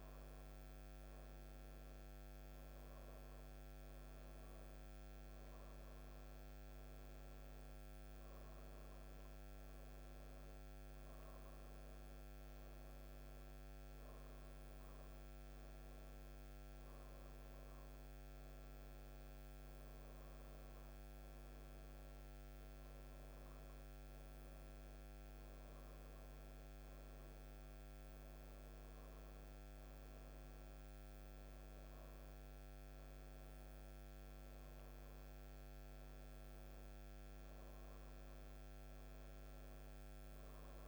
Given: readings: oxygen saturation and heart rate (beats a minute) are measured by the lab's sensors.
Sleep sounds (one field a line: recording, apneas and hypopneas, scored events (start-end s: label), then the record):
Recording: breathing in sleep, hard to hear, by a microphone on the trachea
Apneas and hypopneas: none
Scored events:
none scored
From the record:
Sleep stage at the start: N1 (lightest sleep)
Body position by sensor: on the right side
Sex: female